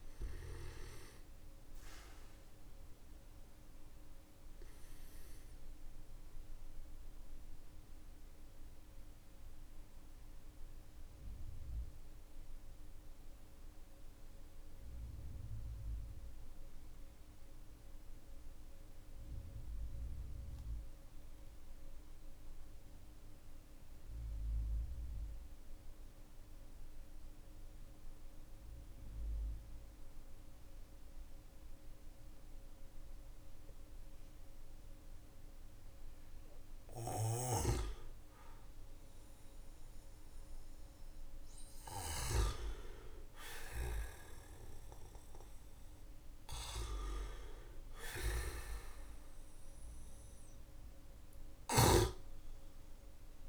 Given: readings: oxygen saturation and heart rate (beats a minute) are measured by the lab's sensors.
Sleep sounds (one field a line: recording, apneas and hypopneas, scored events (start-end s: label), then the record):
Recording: breathing in sleep by a room microphone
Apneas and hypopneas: 1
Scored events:
0.00-3.00 s: oxygen desaturation (device-marked, oxygen 92% lowest, heart rate 41 extreme)
6.00-32.00 s: obstructive apnea (oxygen 95% before, 90% lowest, heart rate 45 before, 47 extreme, up 7 after)
9.00-20.00 s: oxygen desaturation (device-marked, oxygen 93% before, 90% lowest, heart rate 45 before, 47 extreme)
35.50-41.00 s: arousal
40.00-53.49 s: oxygen desaturation (device-marked, oxygen 99% before, 92% lowest, heart rate 52 before, 44 extreme)
From the record:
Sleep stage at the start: N2 (light sleep)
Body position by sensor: on the back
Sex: male